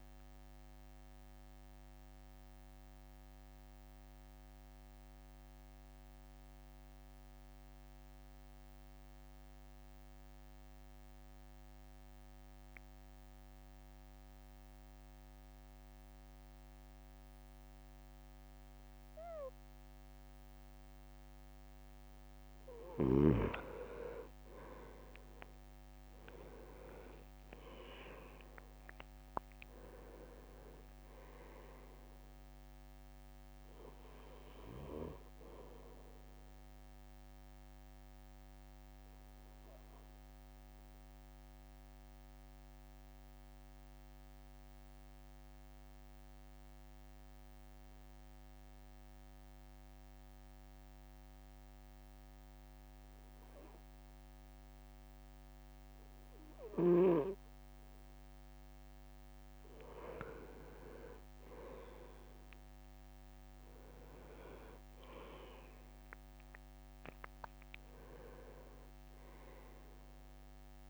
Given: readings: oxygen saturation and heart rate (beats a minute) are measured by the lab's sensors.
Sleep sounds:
breathing in sleep by a microphone on the trachea; 2
1.50-22.00 s: mixed apnea (oxygen 99% before, 97% lowest)
23.50-26.50 s: leg movement (device-marked)
26.00-30.50 s: arousal
27.50-29.00 s: leg movement (device-marked)
37.50-58.50 s: mixed apnea (oxygen 99% before, 97% lowest)
60.50-62.50 s: leg movement (device-marked)
61.00-64.00 s: arousal
63.50-64.50 s: leg movement (device-marked)
From the record:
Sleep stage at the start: N2 (light sleep); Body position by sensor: on the right side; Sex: male

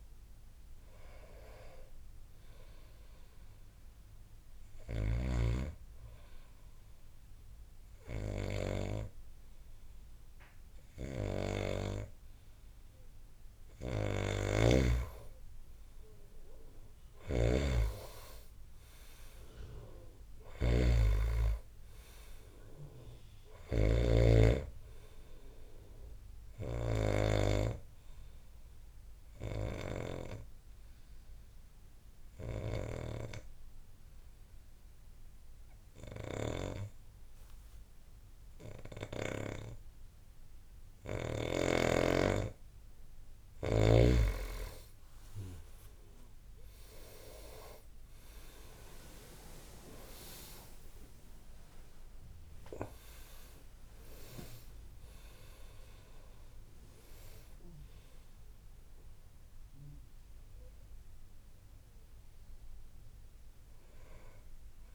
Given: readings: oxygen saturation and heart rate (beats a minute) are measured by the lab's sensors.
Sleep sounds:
breathing in sleep by a room microphone; 2
0.00-12.00 s: oxygen desaturation (device-marked, oxygen 90% lowest, heart rate 58 extreme)
4.00-14.50 s: hypopnea (oxygen 99% before, 89% lowest, heart rate 83 before, 58 extreme, up 5 after)
14.00-24.00 s: snoring (device-marked)
16.50-20.00 s: arousal
23.00-43.00 s: oxygen desaturation (device-marked, oxygen 98% before, 91% lowest, heart rate 65 before, 58 extreme)
28.50-41.00 s: obstructive apnea (oxygen 98% before, 89% lowest, heart rate 64 before, 58 extreme, up 13 after)
45.00-64.95 s: oxygen desaturation (device-marked, oxygen 99% before, 89% lowest, heart rate 62 before, 58 extreme)
45.50-49.00 s: arousal
From the record:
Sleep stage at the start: N2 (light sleep); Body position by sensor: on the back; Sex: male

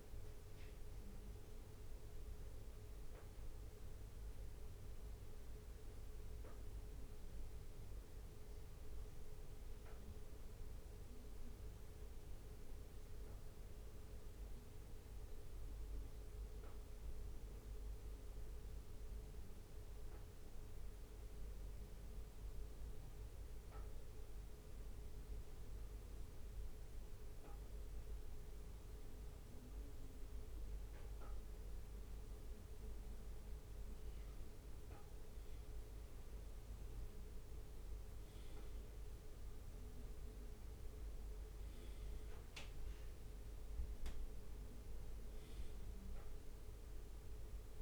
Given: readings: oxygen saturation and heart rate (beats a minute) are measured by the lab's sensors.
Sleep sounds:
breathing in sleep, hard to hear, by a room microphone; 1
0.00-16.00 s: bradycardia (device-marked, heart rate 58 extreme)
4.50-31.50 s: hypopnea (oxygen 99% before, 95% lowest, heart rate 59 before, 58 extreme, up 1 after)
36.50-40.50 s: arousal
From the record:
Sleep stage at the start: N2 (light sleep); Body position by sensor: on the back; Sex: male

